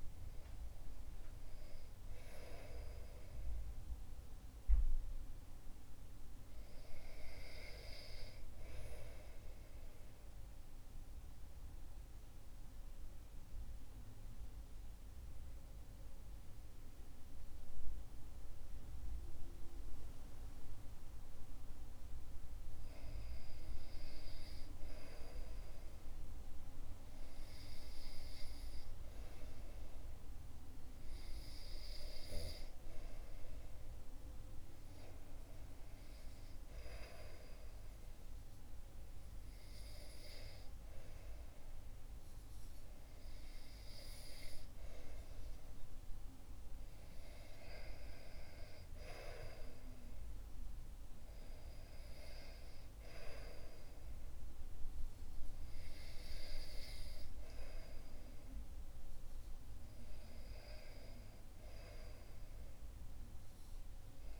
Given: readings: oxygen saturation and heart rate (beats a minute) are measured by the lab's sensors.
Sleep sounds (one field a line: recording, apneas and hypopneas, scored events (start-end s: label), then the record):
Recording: breathing in sleep by a room microphone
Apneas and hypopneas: 1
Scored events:
8.50-20.50 s: mixed apnea (oxygen 97% before, 95% lowest, heart rate 63 before, 60 extreme, up 1 after)
23.50-26.50 s: arousal
From the record:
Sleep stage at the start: REM sleep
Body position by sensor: on the back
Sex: male